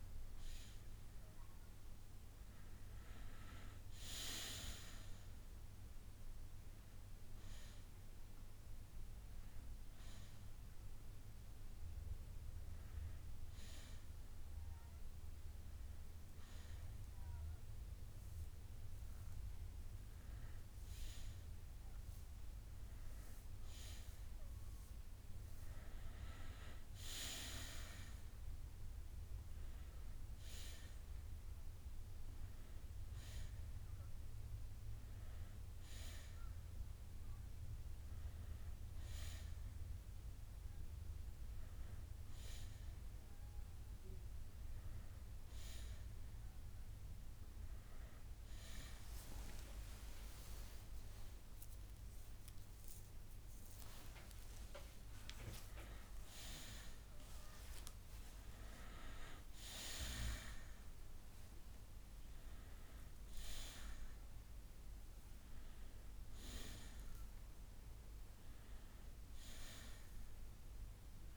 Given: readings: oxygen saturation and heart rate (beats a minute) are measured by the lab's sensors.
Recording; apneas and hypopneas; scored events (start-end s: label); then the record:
breathing in sleep by a room microphone; none
7.50-26.50 s: bradycardia (device-marked, heart rate 84 before, 45 extreme)
40.50-45.50 s: bradycardia (device-marked, heart rate 82 before, 54 extreme)
From the record:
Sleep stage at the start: N1 (lightest sleep); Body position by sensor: on the back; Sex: male